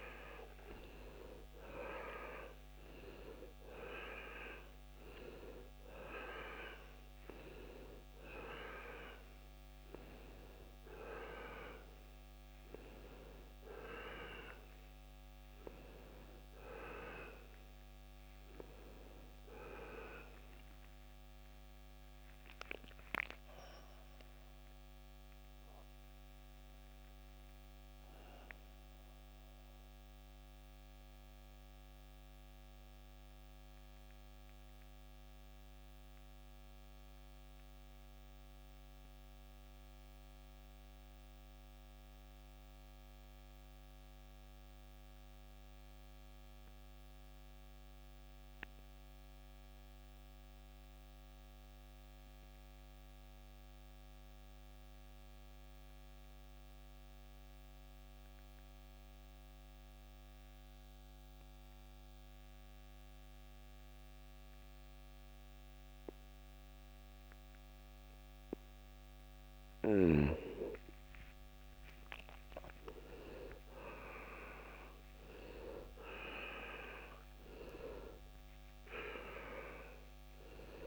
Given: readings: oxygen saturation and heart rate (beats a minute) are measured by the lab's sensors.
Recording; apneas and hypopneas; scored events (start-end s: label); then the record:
breathing in sleep by a microphone on the trachea; 1
0.00-33.50 s: oxygen desaturation (device-marked, oxygen 81% lowest, heart rate 61 extreme)
21.50-25.50 s: arousal
29.00-70.00 s: mixed apnea (oxygen 94% before, 79% lowest, heart rate 81 before, 48 extreme, up 29 after)
51.50-80.87 s: new sleep stage, N2 (light sleep)
62.50-80.87 s: oxygen desaturation (device-marked, oxygen 98% before, 79% lowest, heart rate 64 before, 48 extreme)
71.50-75.50 s: arousal
From the record:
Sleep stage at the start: N1 (lightest sleep); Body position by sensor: on the back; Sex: male